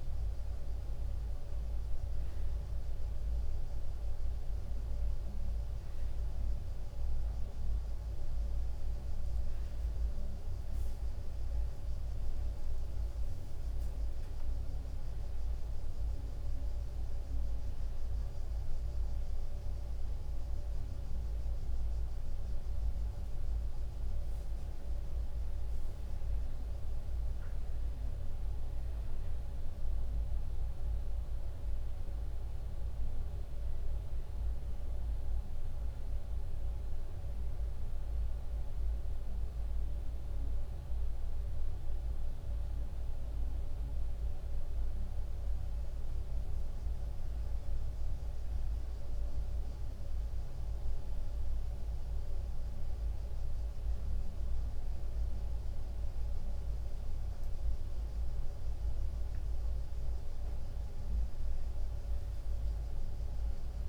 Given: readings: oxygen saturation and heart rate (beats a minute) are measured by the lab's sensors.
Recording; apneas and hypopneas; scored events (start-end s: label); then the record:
a person awake in a sleep study, hard to hear, by a room microphone; 1
0.00-4.50 s: drop in pulse transit time (device-marked, heart rate 91 extreme)
0.50-30.50 s: new sleep stage, N1 (lightest sleep)
7.50-18.50 s: tachycardia (device-marked, heart rate 97 before, 113 extreme)
11.00-13.00 s: long interval between heartbeats (device-marked, heart rate 96 before, 109 extreme)
17.00-27.00 s: hypopnea (oxygen 94% before, 93% lowest, heart rate 101 before, 98 extreme, up 2 after)
30.50-63.89 s: new sleep stage, awake
From the record:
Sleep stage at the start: N2 (light sleep); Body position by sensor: on the right side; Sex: male